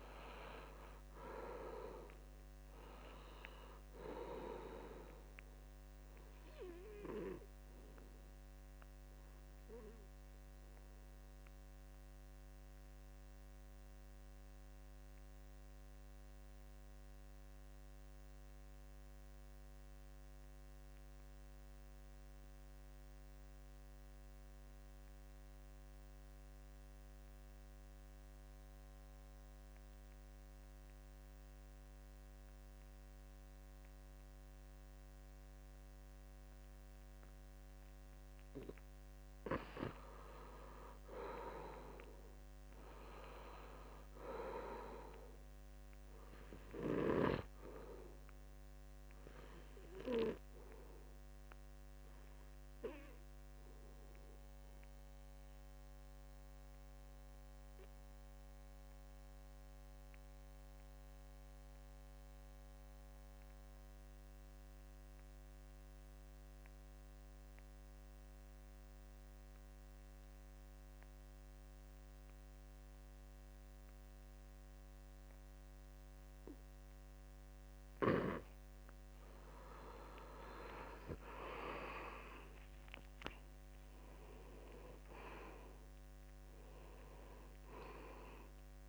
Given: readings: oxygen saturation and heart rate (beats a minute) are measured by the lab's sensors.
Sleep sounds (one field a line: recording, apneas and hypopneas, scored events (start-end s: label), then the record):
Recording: breathing in sleep by a microphone on the trachea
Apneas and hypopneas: 2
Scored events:
0.00-1.00 s: arousal
0.00-21.50 s: oxygen desaturation (device-marked, oxygen 76% lowest, heart rate 64 extreme)
1.00-3.00 s: long interval between heartbeats (device-marked, heart rate 73 before, 87 extreme)
7.50-38.50 s: obstructive apnea (oxygen 95% before, 75% lowest, heart rate 78 before, 64 extreme, up 6 after)
26.50-63.50 s: oxygen desaturation (device-marked, oxygen 96% before, 75% lowest, heart rate 69 before, 69 extreme)
41.50-45.50 s: arousal
53.50-79.00 s: obstructive apnea (oxygen 96% before, 75% lowest, heart rate 75 before, 66 extreme, up 21 after)
68.50-88.89 s: oxygen desaturation (device-marked, oxygen 95% before, 77% lowest, heart rate 72 before, 66 extreme)
81.00-83.00 s: long interval between heartbeats (device-marked, heart rate 70 before, 84 extreme)
81.00-85.50 s: arousal
From the record:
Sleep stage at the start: N2 (light sleep)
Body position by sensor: on the back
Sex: male